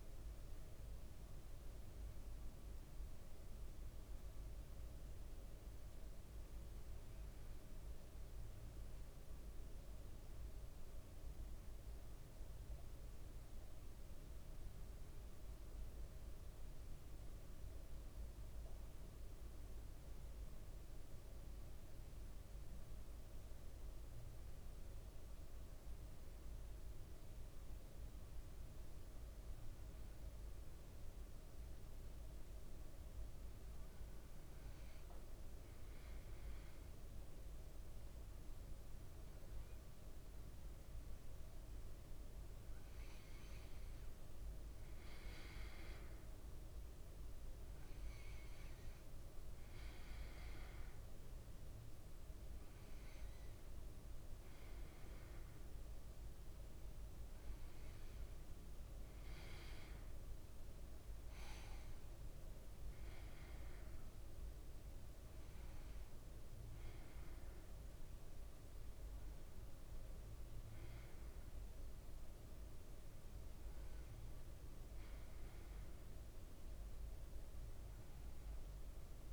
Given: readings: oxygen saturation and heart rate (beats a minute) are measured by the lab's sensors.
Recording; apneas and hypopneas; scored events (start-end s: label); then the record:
a person partly awake in a sleep study, hard to hear, by a room microphone; 1
10.00-79.33 s: new sleep stage, N1 (lightest sleep)
16.50-29.50 s: central apnea (oxygen 99% before, 96% lowest, heart rate 58 before, 57 extreme, up 2 after)
33.00-36.50 s: arousal
76.50-79.33 s: arousal
From the record:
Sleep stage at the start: awake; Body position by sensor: on the back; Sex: male